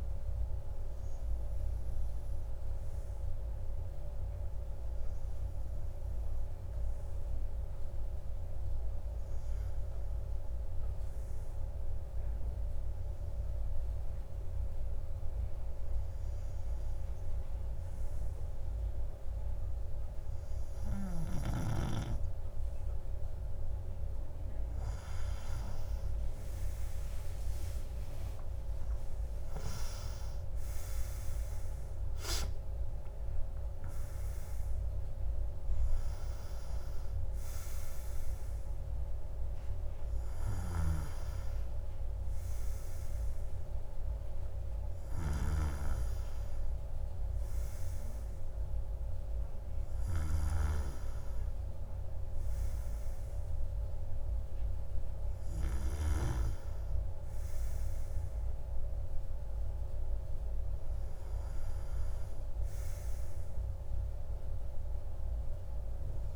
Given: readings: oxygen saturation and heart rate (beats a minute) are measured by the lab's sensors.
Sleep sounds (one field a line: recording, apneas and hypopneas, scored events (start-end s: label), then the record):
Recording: breathing in sleep by a room microphone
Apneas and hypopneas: none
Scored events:
21.00-66.36 s: new sleep stage, N2 (light sleep)
27.50-33.50 s: arousal
From the record:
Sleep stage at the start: REM sleep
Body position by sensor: on the right side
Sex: male